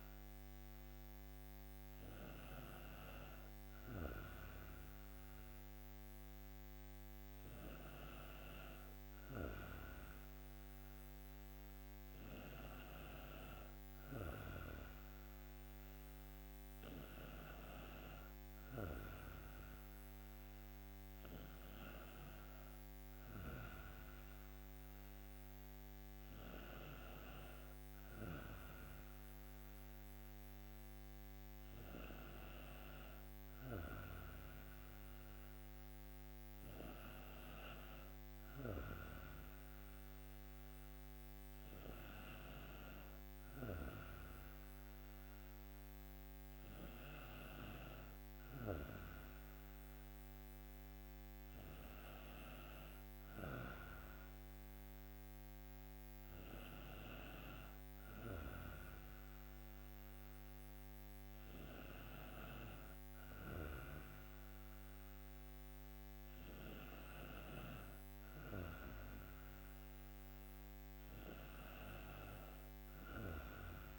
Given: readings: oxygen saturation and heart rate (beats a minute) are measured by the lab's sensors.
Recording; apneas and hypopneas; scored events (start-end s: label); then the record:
breathing in sleep by a microphone on the trachea; none
none scored
From the record:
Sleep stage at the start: N2 (light sleep); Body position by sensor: on the right side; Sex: female